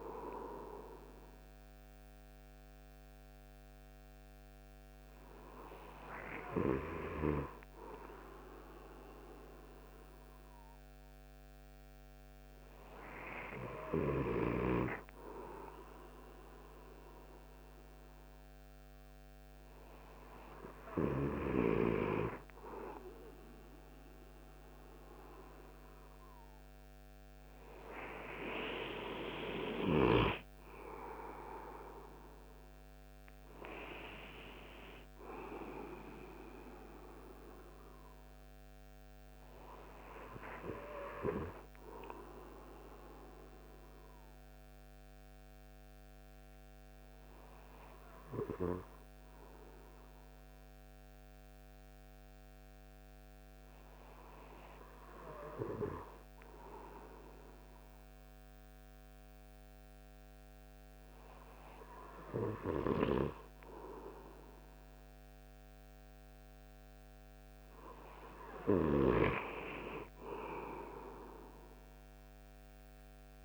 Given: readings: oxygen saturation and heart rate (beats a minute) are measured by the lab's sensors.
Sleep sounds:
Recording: breathing in sleep by a microphone on the trachea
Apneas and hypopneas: 1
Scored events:
34.50-37.50 s: arousal
41.50-65.00 s: hypopnea (oxygen 96% before, 93% lowest)
68.50-71.50 s: arousal
From the record:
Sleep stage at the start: N2 (light sleep)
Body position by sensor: on the right side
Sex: male

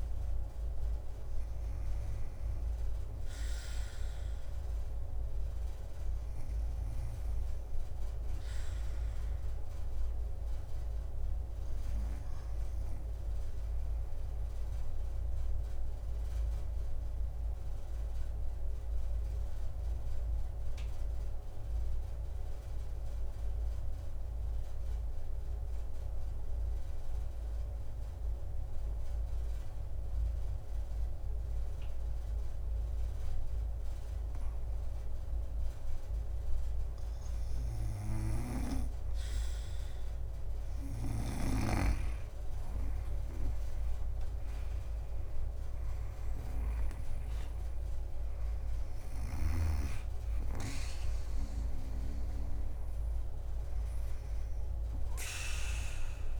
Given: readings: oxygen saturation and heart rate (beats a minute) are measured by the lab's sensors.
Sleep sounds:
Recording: breathing in sleep by a room microphone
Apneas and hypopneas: 1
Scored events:
14.50-38.00 s: obstructive apnea (oxygen 98% before, 93% lowest, heart rate 62 before, 56 extreme, up 13 after)
17.00-32.00 s: drop in pulse transit time (device-marked, heart rate 61 before, 56 extreme)
40.50-49.50 s: snoring (device-marked)
42.00-45.50 s: leg movement (device-marked)
43.50-48.00 s: arousal
47.00-56.40 s: drop in pulse transit time (device-marked, heart rate 61 before, 70 extreme)
50.50-52.00 s: leg movement (device-marked)
52.00-56.40 s: new sleep stage, REM sleep
54.00-56.40 s: oxygen desaturation (device-marked, oxygen 98% before, 93% lowest, heart rate 66 before, 54 extreme)
From the record:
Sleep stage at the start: N2 (light sleep)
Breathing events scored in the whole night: 112 in 4.4 hours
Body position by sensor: on the back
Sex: female

